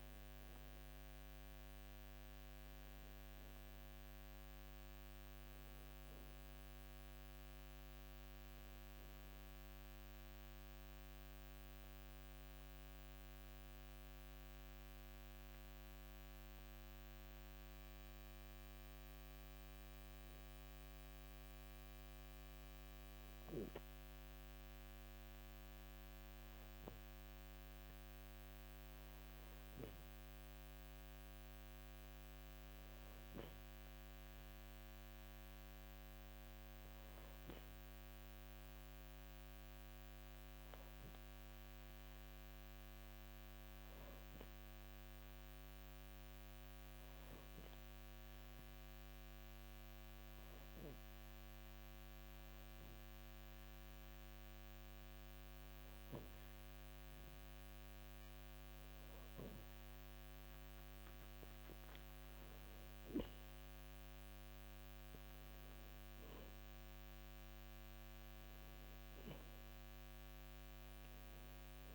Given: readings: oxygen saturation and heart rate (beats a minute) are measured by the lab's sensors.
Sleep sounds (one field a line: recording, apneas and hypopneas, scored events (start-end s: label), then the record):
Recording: breathing in sleep, hard to hear, by a microphone on the trachea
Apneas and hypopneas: 2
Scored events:
0.00-14.50 s: oxygen desaturation (device-marked, oxygen 93% lowest, heart rate 54 extreme)
12.00-30.00 s: obstructive apnea (oxygen 97% before, 91% lowest, heart rate 61 before, 54 extreme, up 1 after)
32.50-36.00 s: arousal
33.50-50.50 s: oxygen desaturation (device-marked, oxygen 97% before, 91% lowest, heart rate 55 before, 55 extreme)
36.50-61.00 s: hypopnea (oxygen 97% before, 91% lowest, heart rate 55 before, 55 extreme, up 2 after)
65.00-69.00 s: arousal
From the record:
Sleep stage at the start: N2 (light sleep)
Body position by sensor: on the back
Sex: male